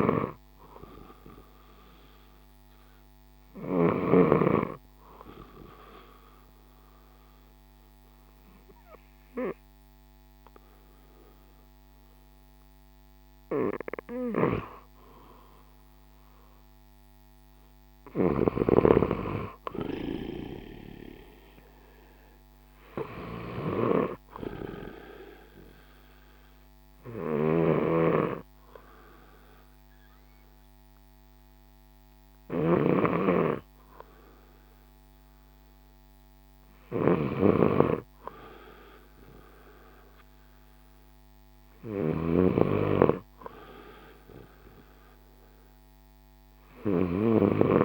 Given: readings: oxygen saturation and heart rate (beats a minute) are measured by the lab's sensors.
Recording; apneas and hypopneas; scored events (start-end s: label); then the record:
breathing in sleep by a microphone on the trachea; 2
0.00-4.00 s: snoring (device-marked)
4.00-14.50 s: obstructive apnea (oxygen 95% before, 90% lowest, heart rate 58 before, 57 extreme, up 3 after)
4.00-15.00 s: oxygen desaturation (device-marked, oxygen 95% before, 91% lowest, heart rate 58 before, 57 extreme)
14.00-18.50 s: snoring (device-marked)
16.00-19.00 s: arousal
25.00-36.50 s: hypopnea (oxygen 95% before, 90% lowest, heart rate 60 before, 57 extreme, up 2 after)
27.00-47.85 s: snoring (device-marked)
30.00-46.00 s: oxygen desaturation (device-marked, oxygen 95% before, 90% lowest, heart rate 60 before, 57 extreme)
39.50-43.00 s: arousal
From the record:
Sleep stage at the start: N2 (light sleep); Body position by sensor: on the left side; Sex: male